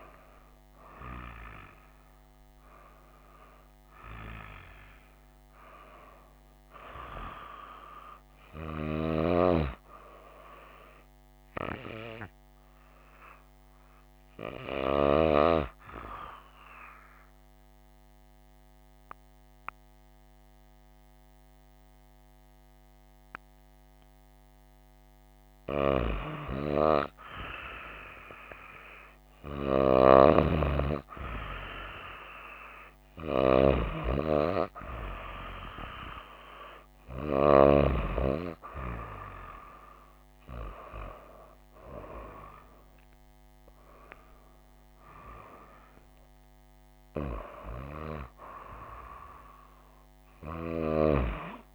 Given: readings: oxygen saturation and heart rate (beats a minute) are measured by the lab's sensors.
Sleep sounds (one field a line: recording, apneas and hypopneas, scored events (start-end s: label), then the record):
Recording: breathing in sleep by a microphone on the trachea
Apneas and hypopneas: 1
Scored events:
0.50-4.50 s: arousal
17.00-27.00 s: obstructive apnea (oxygen 96% before, 93% lowest, heart rate 62 before, 57 extreme, up 5 after)
29.00-32.50 s: arousal
From the record:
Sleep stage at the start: N2 (light sleep)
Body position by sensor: on the right side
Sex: female